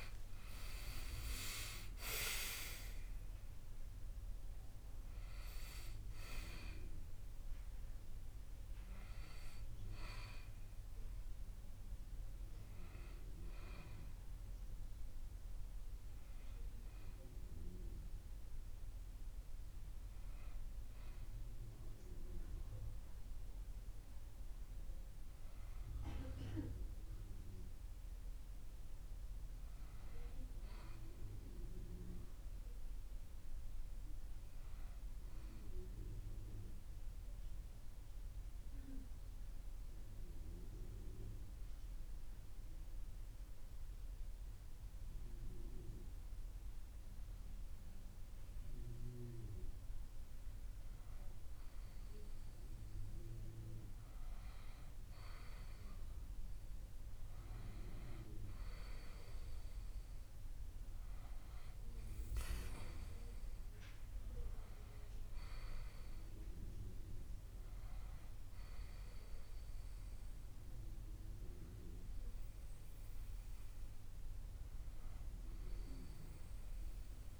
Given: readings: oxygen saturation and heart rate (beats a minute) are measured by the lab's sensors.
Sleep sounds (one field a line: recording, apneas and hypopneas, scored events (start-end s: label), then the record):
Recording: breathing in sleep by a room microphone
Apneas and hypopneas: 1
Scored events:
35.50-48.50 s: obstructive apnea (oxygen 98% before, 95% lowest)
51.00-56.00 s: arousal
From the record:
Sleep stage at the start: REM sleep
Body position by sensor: on the back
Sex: male